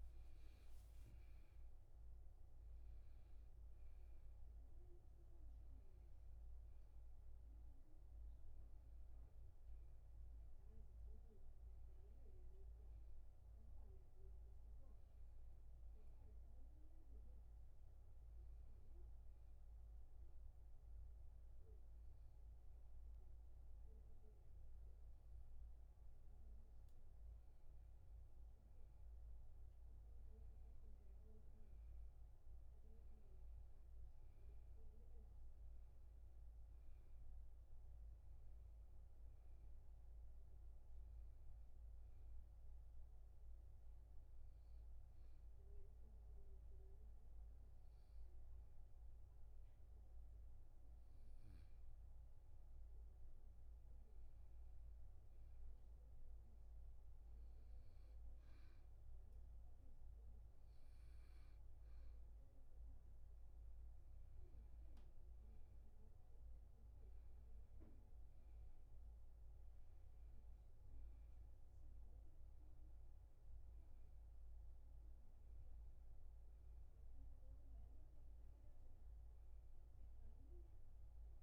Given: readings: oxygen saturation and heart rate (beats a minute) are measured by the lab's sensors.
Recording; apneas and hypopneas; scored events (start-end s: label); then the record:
breathing in sleep, hard to hear, by a room microphone; 2
0.00-7.50 s: oxygen desaturation (device-marked, oxygen 92% lowest, heart rate 73 extreme)
8.50-38.50 s: new sleep stage, N1 (lightest sleep)
17.00-27.50 s: hypopnea (oxygen 95% before, 93% lowest, heart rate 111 before, 71 extreme, up 2 after)
30.00-34.00 s: arousal
35.50-51.50 s: oxygen desaturation (device-marked, oxygen 99% before, 95% lowest, heart rate 75 before, 69 extreme)
38.50-81.43 s: new sleep stage, N2 (light sleep)
43.50-54.00 s: hypopnea (oxygen 99% before, 92% lowest, heart rate 76 before, 69 extreme, up 4 after)
57.00-61.50 s: arousal
66.50-81.43 s: oxygen desaturation (device-marked, oxygen 98% before, 93% lowest, heart rate 73 before, 69 extreme)
From the record:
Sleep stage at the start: N2 (light sleep); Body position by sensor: on the back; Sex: male